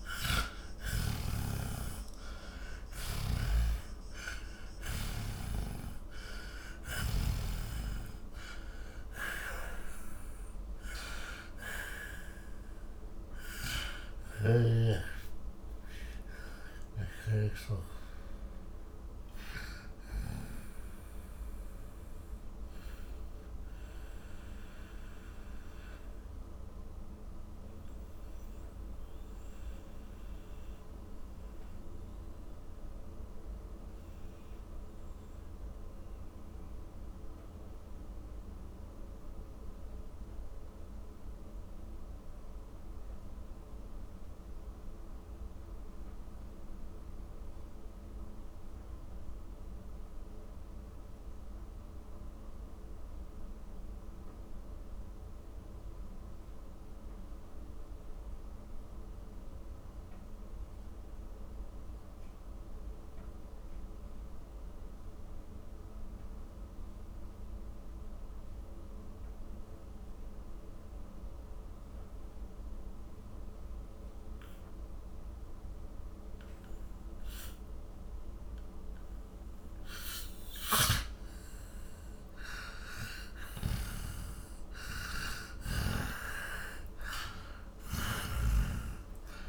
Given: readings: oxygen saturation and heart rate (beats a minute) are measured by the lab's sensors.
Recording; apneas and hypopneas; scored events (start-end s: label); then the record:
breathing in sleep by a room microphone; 1
0.00-2.00 s: arousal
0.00-7.50 s: snoring (device-marked)
0.00-44.50 s: oxygen desaturation (device-marked, oxygen 76% lowest, heart rate 44 extreme)
14.00-20.50 s: snoring (device-marked)
20.50-81.50 s: mixed apnea (oxygen 90% before, 76% lowest, heart rate 67 before, 45 extreme, up 22 after)
75.50-89.49 s: oxygen desaturation (device-marked, oxygen 99% before, 81% lowest, heart rate 50 before, 46 extreme)
83.00-88.00 s: arousal
83.50-89.49 s: snoring (device-marked)
From the record:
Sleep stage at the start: N2 (light sleep); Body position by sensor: on the back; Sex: male